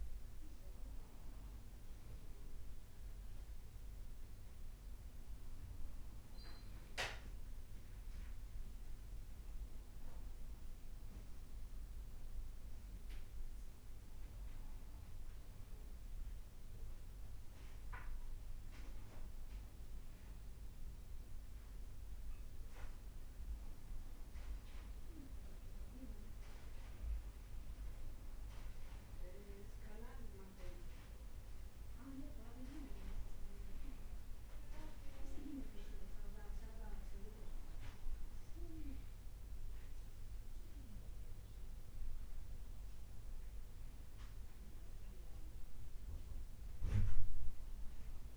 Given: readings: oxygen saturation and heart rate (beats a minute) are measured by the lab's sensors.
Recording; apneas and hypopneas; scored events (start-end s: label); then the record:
a person partly awake in a sleep study, by a room microphone; none
0.00-2.50 s: leg movement (device-marked)
11.50-41.50 s: new sleep stage, N1 (lightest sleep)
41.50-48.37 s: new sleep stage, N2 (light sleep)
45.50-47.50 s: long interval between heartbeats (device-marked, heart rate 61 before, 61 extreme)
From the record:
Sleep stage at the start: awake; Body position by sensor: on the right side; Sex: male